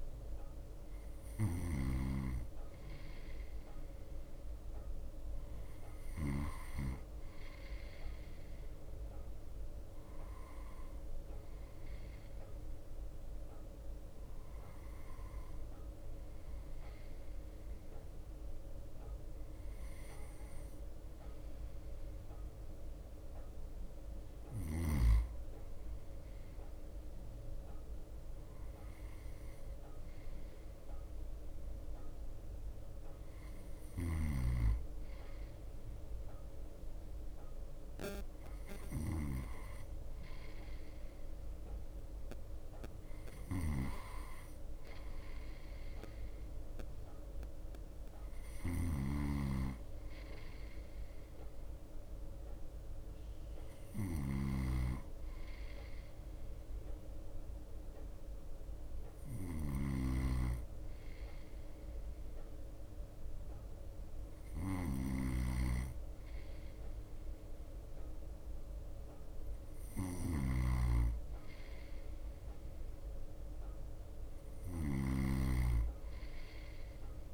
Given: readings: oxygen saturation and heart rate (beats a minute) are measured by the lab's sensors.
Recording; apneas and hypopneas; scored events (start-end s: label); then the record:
breathing in sleep by a room microphone; none
0.00-7.00 s: snoring (device-marked)
0.00-77.34 s: bradycardia (device-marked, heart rate 55 extreme)
34.00-77.34 s: snoring (device-marked)
From the record:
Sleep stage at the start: N2 (light sleep); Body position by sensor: on the right side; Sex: male